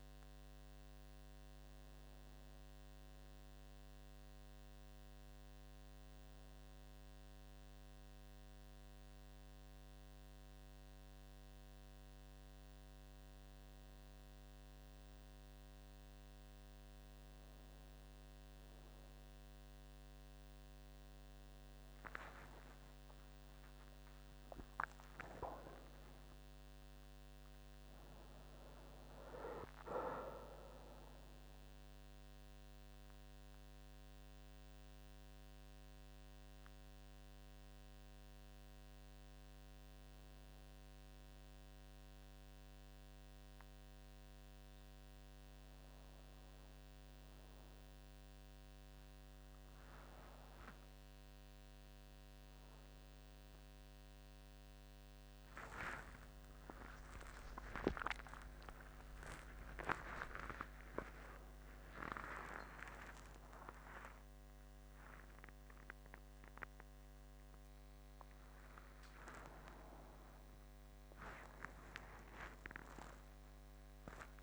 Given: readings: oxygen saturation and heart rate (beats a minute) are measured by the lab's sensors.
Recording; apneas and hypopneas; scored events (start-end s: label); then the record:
a person partly awake in a sleep study, by a microphone on the trachea; none
39.50-74.43 s: new sleep stage, awake
From the record:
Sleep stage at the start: N2 (light sleep); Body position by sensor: on the back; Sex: male